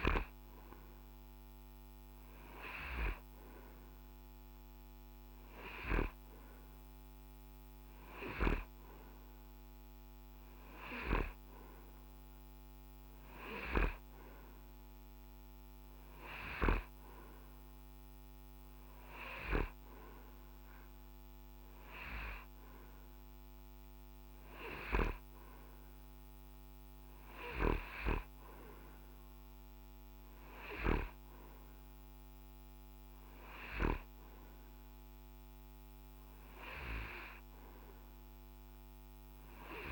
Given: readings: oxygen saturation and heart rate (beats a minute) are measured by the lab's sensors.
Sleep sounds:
breathing in sleep by a microphone on the trachea; none
none scored
From the record:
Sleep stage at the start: N2 (light sleep); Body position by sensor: on the right side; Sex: male

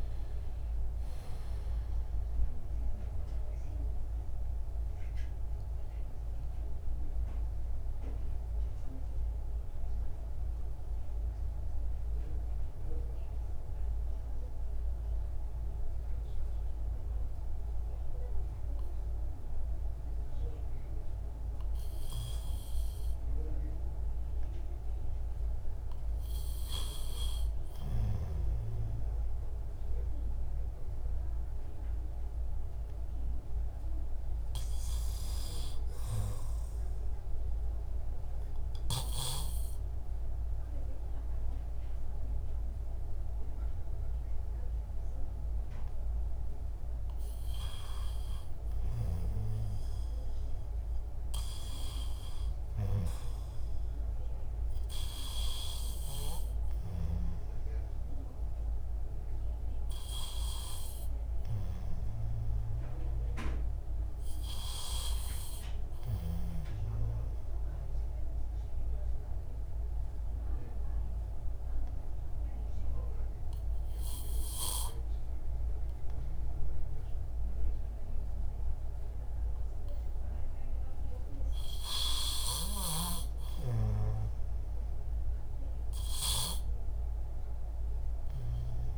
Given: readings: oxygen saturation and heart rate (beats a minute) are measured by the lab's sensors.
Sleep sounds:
breathing in sleep by a room microphone; 2
3.00-34.50 s: obstructive apnea (oxygen 98% before, 93% lowest)
36.00-50.00 s: oxygen desaturation (device-marked, oxygen 98% before, 93% lowest)
36.50-40.50 s: arousal
67.50-83.50 s: obstructive apnea (oxygen 95% before, 90% lowest, heart rate 57 before, 29 extreme, up 5 after)
74.00-88.98 s: new sleep stage, N2 (light sleep)
From the record:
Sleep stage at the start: REM sleep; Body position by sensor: on the back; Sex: male

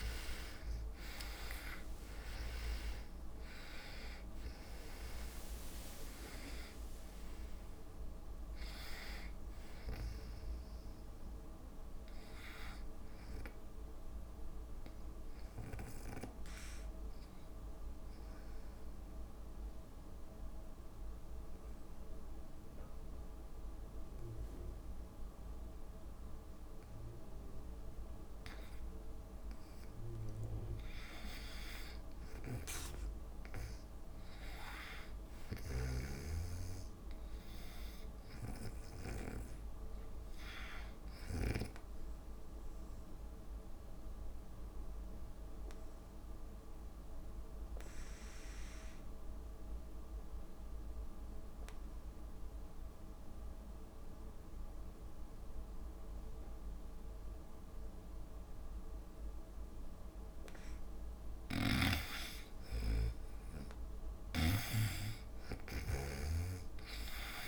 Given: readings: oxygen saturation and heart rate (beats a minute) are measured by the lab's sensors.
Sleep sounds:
breathing in sleep by a room microphone; 2
0.00-3.50 s: arousal
0.00-24.00 s: oxygen desaturation (device-marked, oxygen 77% lowest, heart rate 59 extreme)
18.00-29.50 s: obstructive apnea (oxygen 97% before, 86% lowest, heart rate 72 before, 59 extreme, up 6 after)
34.00-37.50 s: arousal
39.00-51.00 s: oxygen desaturation (device-marked, oxygen 99% before, 91% lowest, heart rate 63 before, 59 extreme)
43.00-60.00 s: obstructive apnea (oxygen 99% before, 87% lowest, heart rate 64 before, 59 extreme, up 7 after)
60.00-67.47 s: oxygen desaturation (device-marked, oxygen 96% before, 87% lowest, heart rate 61 before, 59 extreme)
61.50-66.50 s: snoring (device-marked)
62.50-67.00 s: arousal
From the record:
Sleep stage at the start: N2 (light sleep); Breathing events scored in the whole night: 383 in 4.4 hours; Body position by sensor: on the back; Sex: female

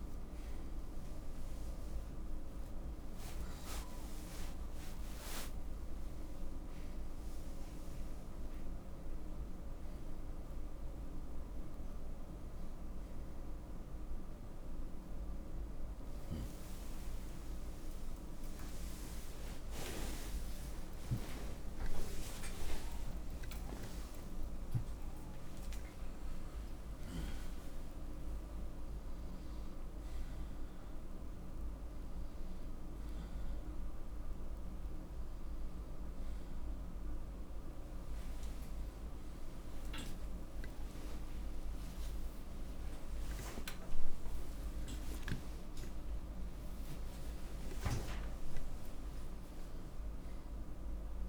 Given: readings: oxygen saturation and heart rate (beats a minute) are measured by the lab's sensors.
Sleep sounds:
a person awake in a sleep study, hard to hear, by a room microphone; none
31.00-45.00 s: oxygen desaturation (device-marked, oxygen 94% before, 90% lowest, heart rate 87 before, 81 extreme)
From the record:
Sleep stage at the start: awake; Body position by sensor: upright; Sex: male

